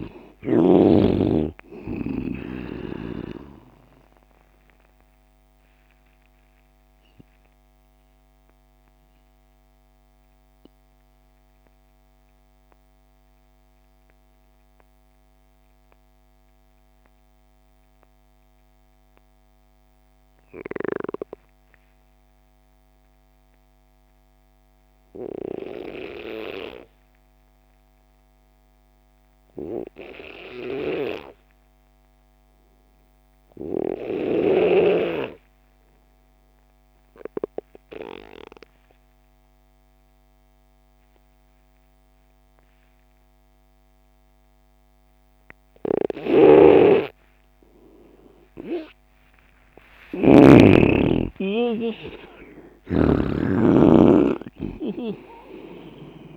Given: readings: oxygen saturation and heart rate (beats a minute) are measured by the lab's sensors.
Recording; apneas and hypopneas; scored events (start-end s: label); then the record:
breathing in sleep by a microphone on the trachea; 1
0.00-18.50 s: oxygen desaturation (device-marked, oxygen 89% lowest)
4.00-47.00 s: mixed apnea (oxygen 98% before, 84% lowest)
33.50-56.37 s: oxygen desaturation (device-marked, oxygen 98% before, 84% lowest)
46.00-50.50 s: snoring (device-marked)
50.00-54.00 s: arousal
52.50-56.37 s: snoring (device-marked)
From the record:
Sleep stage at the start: N2 (light sleep); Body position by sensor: on the left side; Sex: male